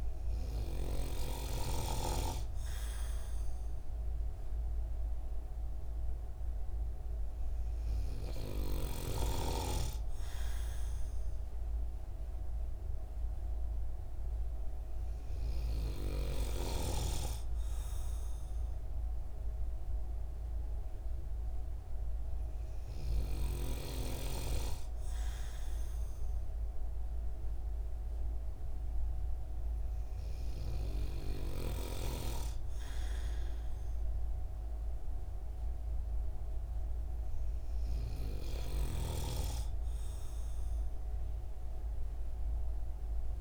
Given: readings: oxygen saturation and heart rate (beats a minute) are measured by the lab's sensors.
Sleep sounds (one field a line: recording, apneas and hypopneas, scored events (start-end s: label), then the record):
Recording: breathing in sleep by a room microphone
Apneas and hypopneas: none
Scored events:
none scored
From the record:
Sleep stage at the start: N2 (light sleep)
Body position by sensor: on the right side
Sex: male